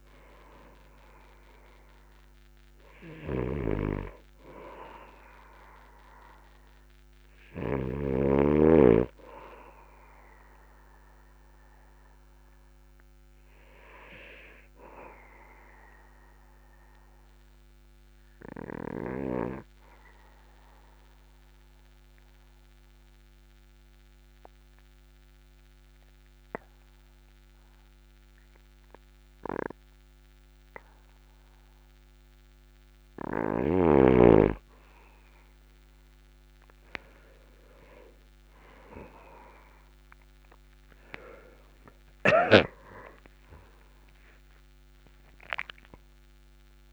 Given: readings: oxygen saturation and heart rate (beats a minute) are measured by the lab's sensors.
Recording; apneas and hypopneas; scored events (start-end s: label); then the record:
breathing in sleep by a microphone on the trachea; 1
3.50-8.50 s: snoring (device-marked)
17.00-33.00 s: obstructive apnea (oxygen 99% before, 95% lowest, heart rate 47 before, 42 extreme, up 9 after)
36.50-41.00 s: arousal
From the record:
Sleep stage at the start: N2 (light sleep); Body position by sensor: on the back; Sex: male